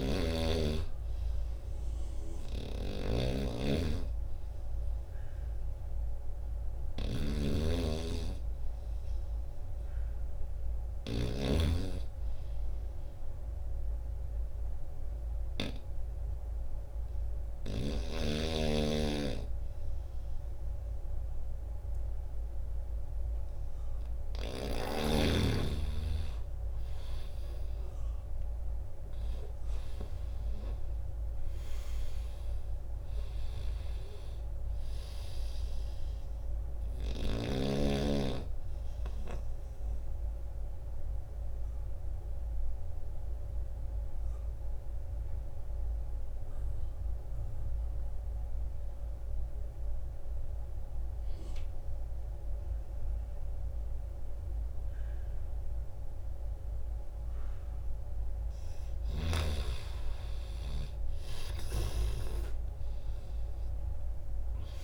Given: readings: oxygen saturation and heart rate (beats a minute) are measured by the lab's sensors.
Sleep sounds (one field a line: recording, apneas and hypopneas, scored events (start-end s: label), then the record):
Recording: breathing in sleep by a room microphone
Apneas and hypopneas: 2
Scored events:
0.00-11.50 s: snoring (device-marked)
4.00-15.00 s: oxygen desaturation (device-marked, oxygen 98% before, 91% lowest, heart rate 79 before, 77 extreme)
10.50-23.50 s: hypopnea (oxygen 98% before, 88% lowest, heart rate 78 before, 77 extreme, up 4 after)
25.50-29.50 s: arousal
33.00-47.00 s: oxygen desaturation (device-marked, oxygen 93% before, 89% lowest, heart rate 79 before, 75 extreme)
40.00-57.50 s: obstructive apnea (oxygen 95% before, 88% lowest, heart rate 80 before, 75 extreme, up 4 after)
54.00-64.83 s: oxygen desaturation (device-marked, oxygen 97% before, 88% lowest, heart rate 80 before, 76 extreme)
59.50-64.00 s: arousal
From the record:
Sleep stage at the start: N2 (light sleep)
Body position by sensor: on the back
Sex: male